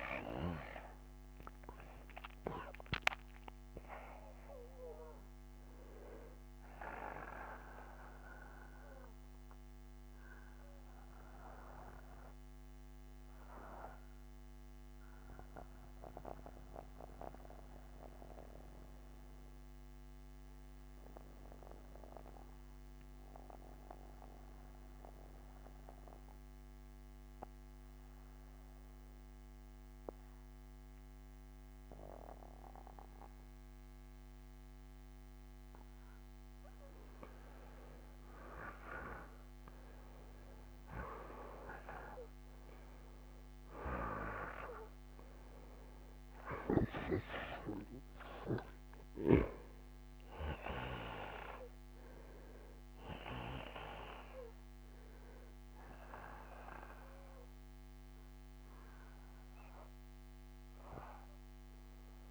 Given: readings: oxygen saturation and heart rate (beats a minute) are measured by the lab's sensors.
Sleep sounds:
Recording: breathing in sleep by a microphone on the trachea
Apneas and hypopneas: 1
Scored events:
0.00-22.50 s: oxygen desaturation (device-marked, oxygen 88% lowest, heart rate 61 extreme)
8.50-34.50 s: mixed apnea (oxygen 95% before, 87% lowest, heart rate 67 before, 61 extreme, up 3 after)
35.50-62.31 s: oxygen desaturation (device-marked, oxygen 98% before, 87% lowest, heart rate 62 before, 60 extreme)
36.50-41.50 s: arousal
From the record:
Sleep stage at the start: N2 (light sleep)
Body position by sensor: on the back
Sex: male

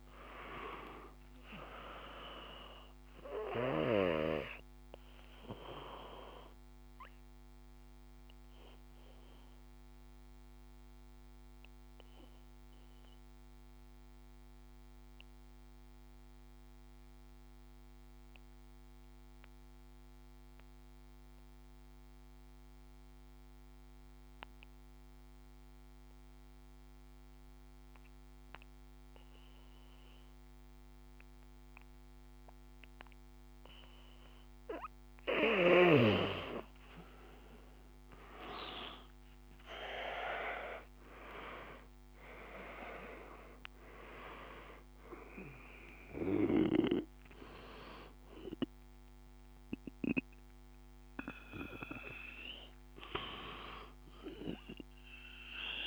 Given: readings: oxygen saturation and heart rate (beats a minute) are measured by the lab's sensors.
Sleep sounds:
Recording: breathing in sleep by a microphone on the trachea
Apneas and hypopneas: 1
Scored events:
0.00-22.00 s: oxygen desaturation (device-marked, oxygen 88% lowest, heart rate 51 extreme)
5.00-34.50 s: obstructive apnea (oxygen 98% before, 88% lowest, heart rate 54 before, 51 extreme, up 4 after)
32.00-55.87 s: oxygen desaturation (device-marked, oxygen 98% before, 88% lowest, heart rate 52 before, 52 extreme)
37.50-41.50 s: arousal
From the record:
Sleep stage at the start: N2 (light sleep)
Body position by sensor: on the back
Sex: male

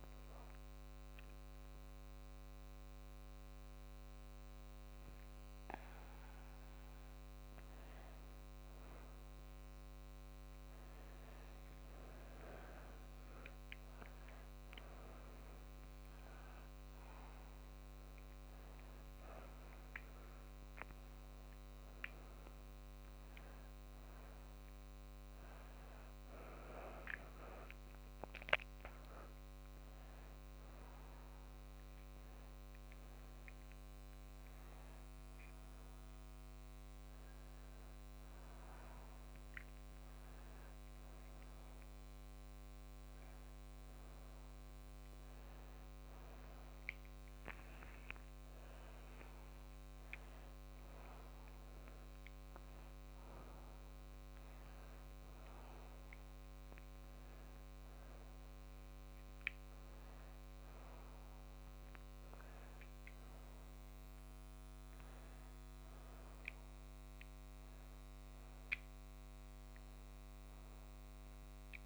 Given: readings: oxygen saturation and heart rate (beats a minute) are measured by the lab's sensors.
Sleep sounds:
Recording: a person awake in a sleep study, by a microphone on the trachea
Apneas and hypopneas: none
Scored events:
none scored
From the record:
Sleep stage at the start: awake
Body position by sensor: on the back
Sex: female

